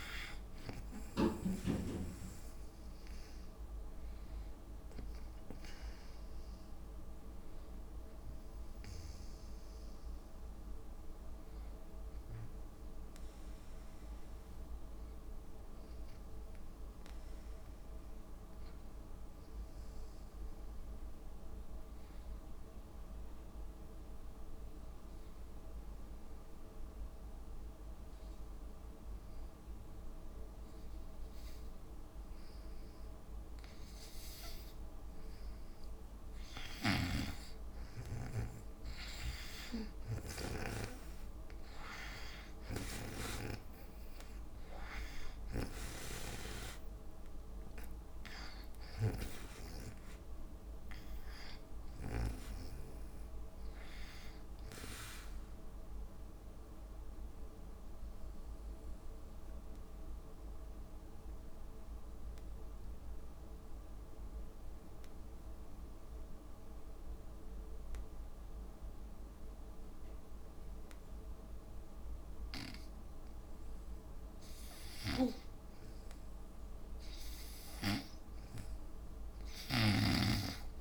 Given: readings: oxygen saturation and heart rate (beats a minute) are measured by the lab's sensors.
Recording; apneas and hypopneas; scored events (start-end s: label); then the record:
breathing in sleep by a room microphone; 2
0.00-8.00 s: drop in pulse transit time (device-marked, heart rate 56 extreme)
0.00-22.00 s: oxygen desaturation (device-marked, oxygen 82% lowest, heart rate 56 extreme)
10.00-70.00 s: new sleep stage, REM sleep
20.00-35.00 s: obstructive apnea (oxygen 97% before, 85% lowest, heart rate 60 before, 57 extreme, up 9 after)
37.00-40.00 s: arousal
37.00-40.50 s: snoring (device-marked)
37.00-60.00 s: oxygen desaturation (device-marked, oxygen 99% before, 88% lowest, heart rate 58 before, 57 extreme)
57.00-74.50 s: obstructive apnea (oxygen 99% before, 85% lowest, heart rate 66 before, 59 extreme, up 4 after)
70.00-80.81 s: new sleep stage, N2 (light sleep)
75.00-80.00 s: snoring (device-marked)
75.00-80.81 s: oxygen desaturation (device-marked, oxygen 97% before, 85% lowest, heart rate 60 before, 59 extreme)
From the record:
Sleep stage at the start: N2 (light sleep); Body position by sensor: on the back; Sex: female